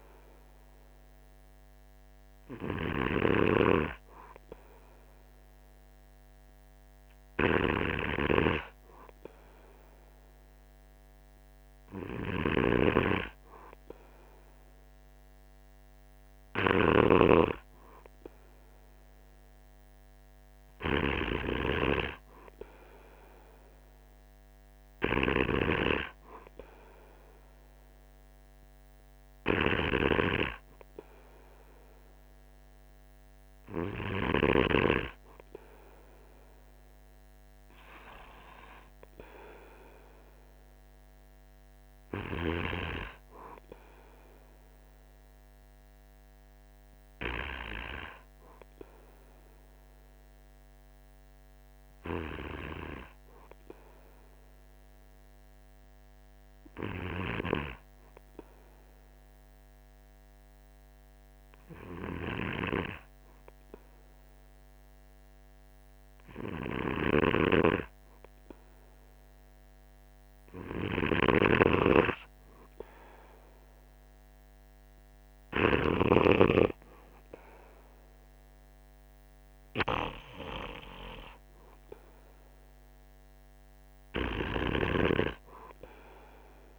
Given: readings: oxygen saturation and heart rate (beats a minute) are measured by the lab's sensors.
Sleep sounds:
breathing in sleep by a microphone on the trachea; 1
12.50-17.50 s: snoring (device-marked)
58.00-69.50 s: hypopnea (oxygen 95% before, 94% lowest, heart rate 48 before, 47 extreme, up 2 after)
73.00-77.00 s: arousal
From the record:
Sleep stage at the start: N2 (light sleep); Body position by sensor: on the right side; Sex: male

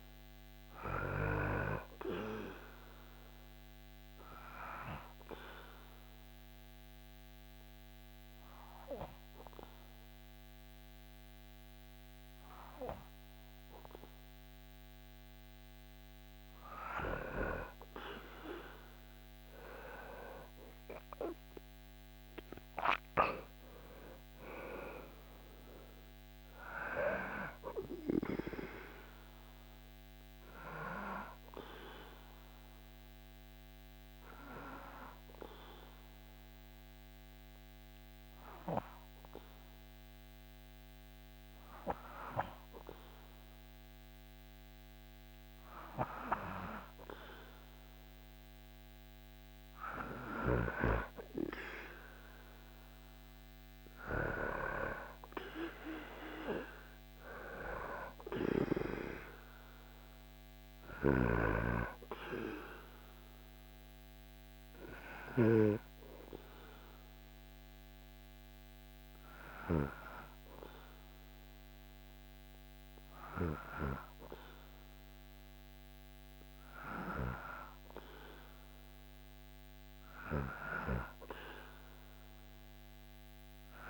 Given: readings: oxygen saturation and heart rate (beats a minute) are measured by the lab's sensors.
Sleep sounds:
breathing in sleep by a microphone on the trachea; 3
2.50-15.00 s: obstructive apnea (oxygen 98% before, 94% lowest, heart rate 79 before, 75 extreme, up 9 after)
18.00-23.00 s: arousal
26.00-43.00 s: oxygen desaturation (device-marked, oxygen 98% before, 94% lowest, heart rate 79 before, 78 extreme)
32.00-47.00 s: obstructive apnea (oxygen 98% before, 94% lowest, heart rate 81 before, 77 extreme, up 2 after)
49.50-54.00 s: arousal
55.00-76.00 s: oxygen desaturation (device-marked, oxygen 99% before, 94% lowest, heart rate 78 before, 76 extreme)
64.00-77.50 s: hypopnea (oxygen 99% before, 94% lowest, heart rate 80 before, 76 extreme, up 2 after)
80.00-83.90 s: arousal
From the record:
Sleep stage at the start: REM sleep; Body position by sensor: on the back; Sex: male

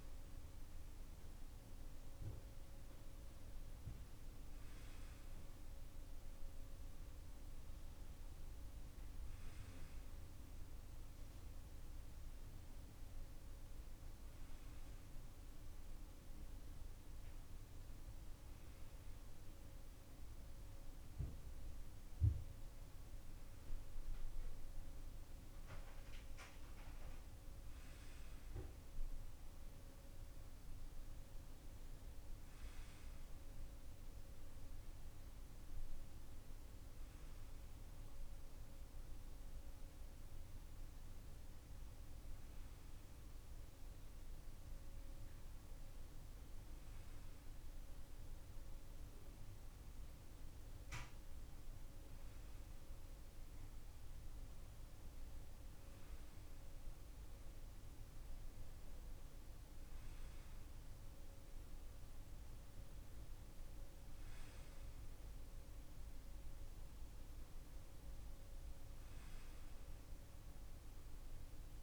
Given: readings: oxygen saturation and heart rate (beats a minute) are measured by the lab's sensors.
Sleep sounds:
breathing in sleep, hard to hear, by a room microphone; none
none scored
From the record:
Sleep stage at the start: N2 (light sleep); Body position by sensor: upright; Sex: male

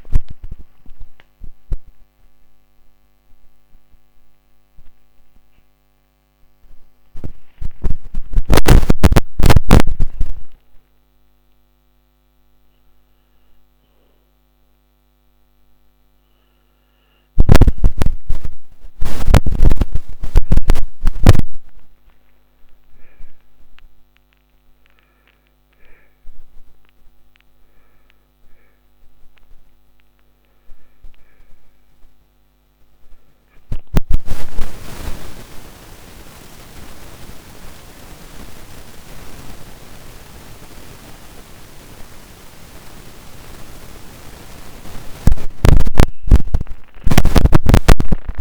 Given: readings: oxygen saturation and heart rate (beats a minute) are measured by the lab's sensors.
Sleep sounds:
a person awake in a sleep study, by a microphone on the trachea; none
28.00-45.00 s: oxygen desaturation (device-marked, oxygen 98% before, 95% lowest, heart rate 122 before, 32 extreme)
From the record:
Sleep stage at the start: awake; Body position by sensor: on the back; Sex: male

